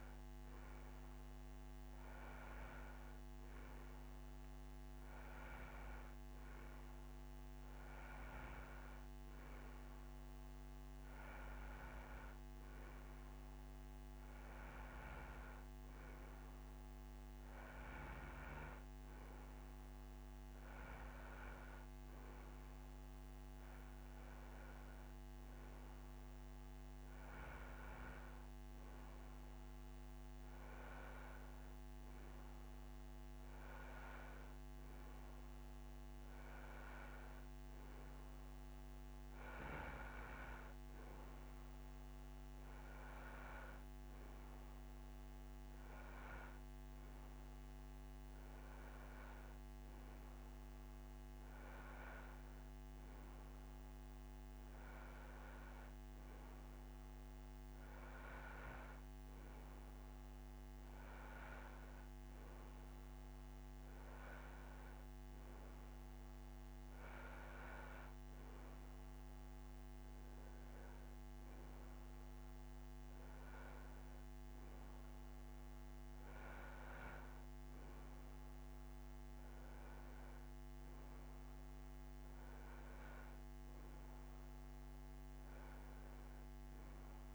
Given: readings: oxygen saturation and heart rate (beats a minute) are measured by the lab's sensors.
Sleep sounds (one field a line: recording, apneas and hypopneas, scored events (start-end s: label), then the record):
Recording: breathing in sleep by a microphone on the trachea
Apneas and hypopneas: none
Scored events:
none scored
From the record:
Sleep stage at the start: N2 (light sleep)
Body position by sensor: on the right side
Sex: male